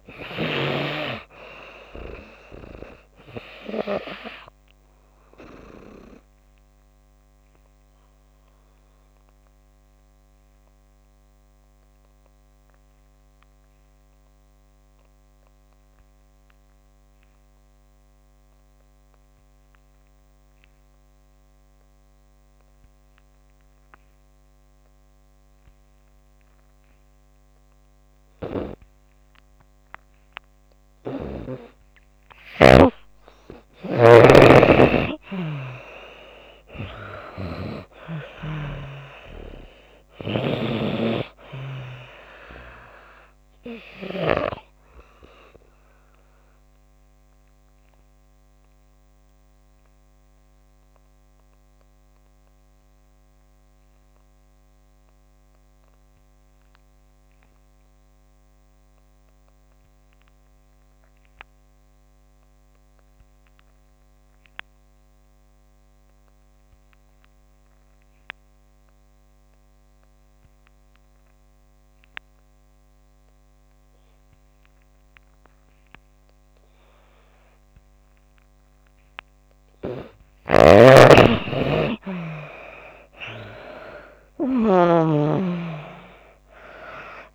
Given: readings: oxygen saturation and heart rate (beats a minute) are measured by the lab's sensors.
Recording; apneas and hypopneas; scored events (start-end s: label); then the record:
breathing in sleep by a microphone on the trachea; 2
1.00-28.00 s: oxygen desaturation (device-marked, oxygen 95% before, 80% lowest)
6.00-33.00 s: obstructive apnea (oxygen 97% before, 80% lowest)
34.50-38.50 s: arousal
39.00-69.00 s: oxygen desaturation (device-marked, oxygen 96% before, 83% lowest)
45.50-78.00 s: obstructive apnea (oxygen 96% before, 79% lowest)
79.00-87.35 s: oxygen desaturation (device-marked, oxygen 97% before, 79% lowest)
80.00-83.50 s: arousal
80.00-87.35 s: snoring (device-marked)
From the record:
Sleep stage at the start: N2 (light sleep); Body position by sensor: on the back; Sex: female